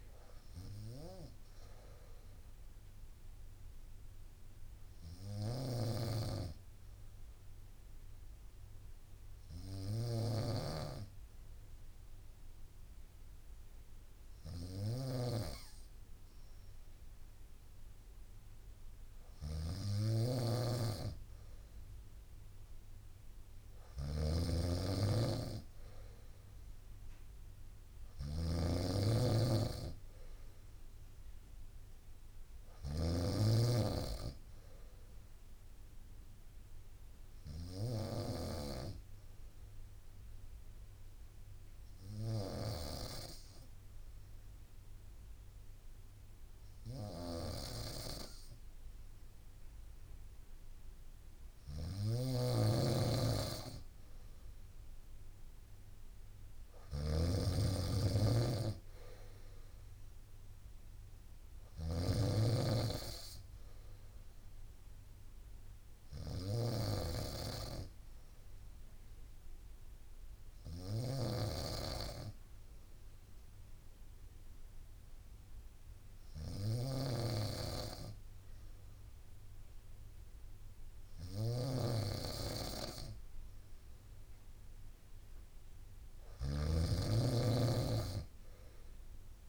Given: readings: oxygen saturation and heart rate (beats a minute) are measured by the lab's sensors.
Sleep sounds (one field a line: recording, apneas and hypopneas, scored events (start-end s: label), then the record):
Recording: breathing in sleep by a room microphone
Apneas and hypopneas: 3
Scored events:
0.50-2.50 s: long interval between heartbeats (device-marked, heart rate 89 before, 92 extreme)
4.00-19.00 s: hypopnea (oxygen 94% before, 92% lowest, heart rate 90 before, 60 extreme, up 11 after)
4.50-89.49 s: snoring (device-marked)
5.50-7.50 s: long interval between heartbeats (device-marked, heart rate 90 before, 75 extreme)
21.50-25.00 s: arousal
23.00-25.00 s: long interval between heartbeats (device-marked, heart rate 69 before, 70 extreme)
27.50-29.50 s: long interval between heartbeats (device-marked, heart rate 65 before, 78 extreme)
32.00-34.00 s: long interval between heartbeats (device-marked, heart rate 66 before, 97 extreme)
37.50-51.00 s: obstructive apnea (oxygen 95% before, 92% lowest, heart rate 76 before, 61 extreme, up 20 after)
42.00-44.00 s: long interval between heartbeats (device-marked, heart rate 77 before, 79 extreme)
51.50-53.50 s: long interval between heartbeats (device-marked, heart rate 82 before, 80 extreme)
53.50-56.50 s: arousal
56.00-58.00 s: long interval between heartbeats (device-marked, heart rate 79 before, 78 extreme)
61.00-63.00 s: long interval between heartbeats (device-marked, heart rate 79 before, 81 extreme)
65.50-81.50 s: hypopnea (oxygen 95% before, 91% lowest, heart rate 79 before, 61 extreme, up 19 after)
81.00-83.00 s: long interval between heartbeats (device-marked, heart rate 67 before, 71 extreme)
83.50-86.50 s: arousal
85.50-87.50 s: long interval between heartbeats (device-marked, heart rate 65 before, 80 extreme)
From the record:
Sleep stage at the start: N2 (light sleep)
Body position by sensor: on the right side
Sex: female